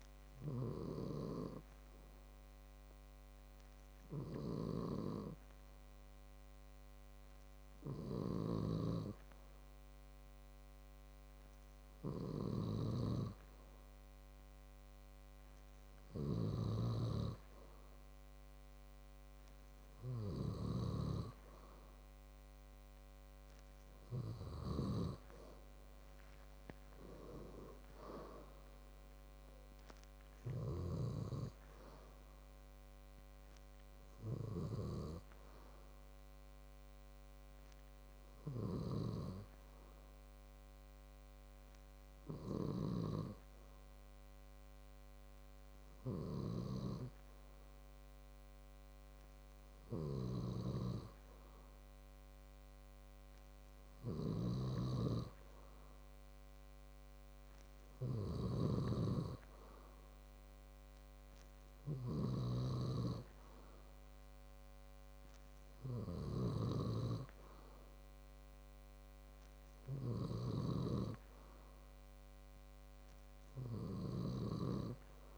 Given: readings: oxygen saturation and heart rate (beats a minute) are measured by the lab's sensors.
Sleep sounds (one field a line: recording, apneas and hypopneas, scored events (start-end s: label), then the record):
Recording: breathing in sleep by a microphone on the trachea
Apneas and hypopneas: none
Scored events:
9.00-32.00 s: snoring (device-marked)
51.00-75.37 s: snoring (device-marked)
From the record:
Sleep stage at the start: N2 (light sleep)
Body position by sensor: on the back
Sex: male